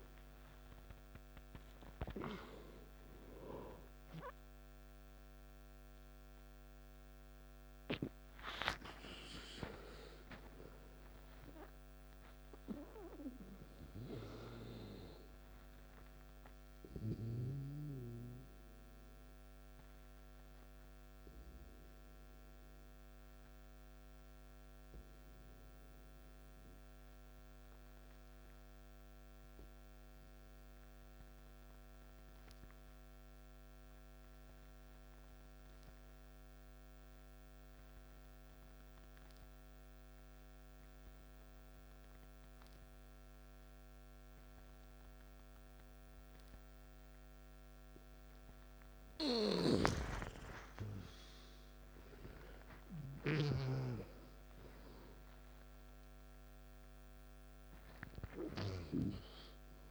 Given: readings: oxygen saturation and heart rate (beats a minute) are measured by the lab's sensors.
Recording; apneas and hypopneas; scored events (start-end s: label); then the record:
breathing in sleep by a microphone on the trachea; 1
0.00-1.00 s: arousal
0.00-27.00 s: oxygen desaturation (device-marked, oxygen 86% lowest, heart rate 53 extreme)
18.50-50.00 s: obstructive apnea (oxygen 93% before, 86% lowest, heart rate 62 before, 53 extreme, up 14 after)
43.00-59.91 s: oxygen desaturation (device-marked, oxygen 98% before, 88% lowest, heart rate 55 before, 53 extreme)
51.00-54.50 s: arousal
From the record:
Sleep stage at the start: N2 (light sleep); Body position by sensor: on the back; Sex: male